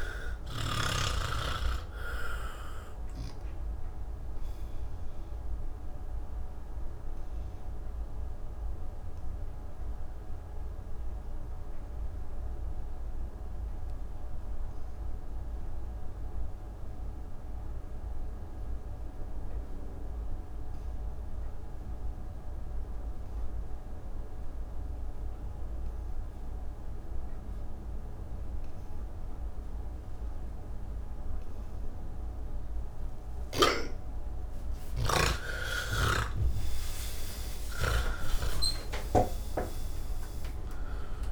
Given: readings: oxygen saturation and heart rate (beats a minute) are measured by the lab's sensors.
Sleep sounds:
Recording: breathing in sleep by a room microphone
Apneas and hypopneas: 1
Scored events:
0.00-18.00 s: oxygen desaturation (device-marked, oxygen 79% lowest, heart rate 30 extreme)
5.50-32.50 s: obstructive apnea (oxygen 99% before, 77% lowest, heart rate 81 before, 30 extreme, up 23 after)
29.00-41.32 s: oxygen desaturation (device-marked, oxygen 99% before, 77% lowest, heart rate 91 before, 81 extreme)
From the record:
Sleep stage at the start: N1 (lightest sleep)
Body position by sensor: on the back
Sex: male

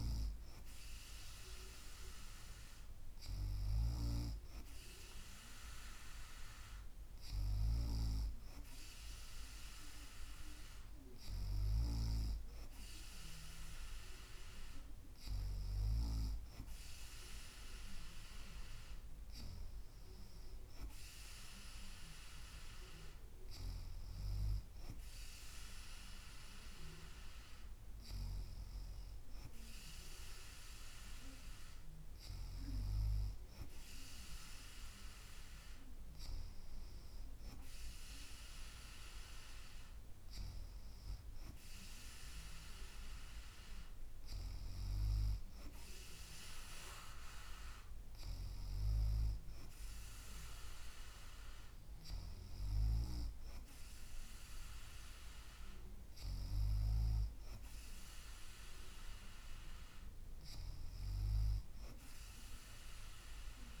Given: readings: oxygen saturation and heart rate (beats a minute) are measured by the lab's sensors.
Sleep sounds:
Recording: breathing in sleep by a room microphone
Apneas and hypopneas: none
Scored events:
none scored
From the record:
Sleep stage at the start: N2 (light sleep)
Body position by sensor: on the back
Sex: female

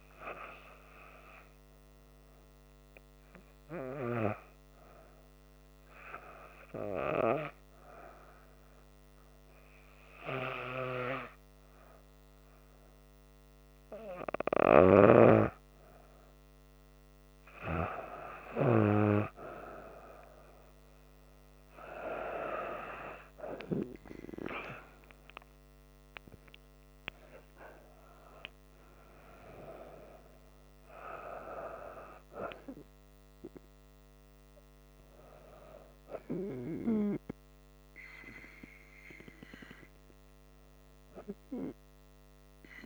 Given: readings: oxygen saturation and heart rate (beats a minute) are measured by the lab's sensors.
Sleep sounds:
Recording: breathing in sleep by a microphone on the trachea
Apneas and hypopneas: 1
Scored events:
0.00-14.00 s: oxygen desaturation (device-marked, oxygen 89% lowest, heart rate 78 extreme)
3.50-14.50 s: hypopnea (oxygen 97% before, 89% lowest, heart rate 77 before, 79 extreme, up 4 after)
18.50-22.50 s: arousal
From the record:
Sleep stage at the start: REM sleep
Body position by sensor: on the back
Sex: female

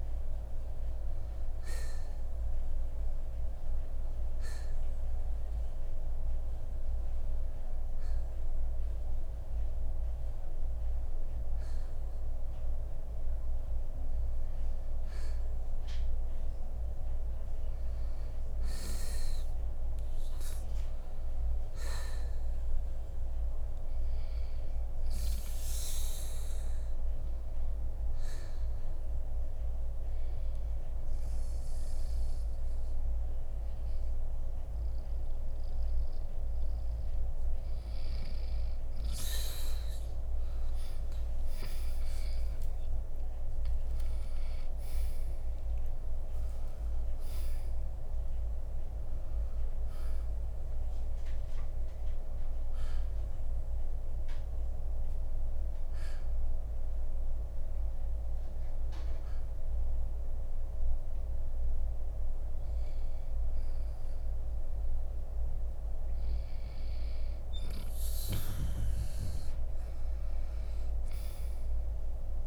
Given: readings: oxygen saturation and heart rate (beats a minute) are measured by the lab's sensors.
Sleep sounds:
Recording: breathing in sleep, hard to hear, by a room microphone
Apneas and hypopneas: 3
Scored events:
3.50-14.00 s: hypopnea (oxygen 94% before, 86% lowest, heart rate 64 before, 60 extreme, up 4 after)
15.50-19.00 s: arousal
16.00-28.00 s: oxygen desaturation (device-marked, oxygen 92% before, 86% lowest, heart rate 67 before, 60 extreme)
28.50-38.50 s: obstructive apnea (oxygen 93% before, 87% lowest, heart rate 65 before, 60 extreme, up 7 after)
42.50-47.50 s: arousal
54.50-65.50 s: hypopnea (oxygen 94% before, 87% lowest, heart rate 65 before, 58 extreme, up 7 after)
63.00-72.47 s: oxygen desaturation (device-marked, oxygen 91% before, 87% lowest, heart rate 67 before, 56 extreme)
From the record:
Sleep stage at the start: N2 (light sleep)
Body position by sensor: on the right side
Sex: male

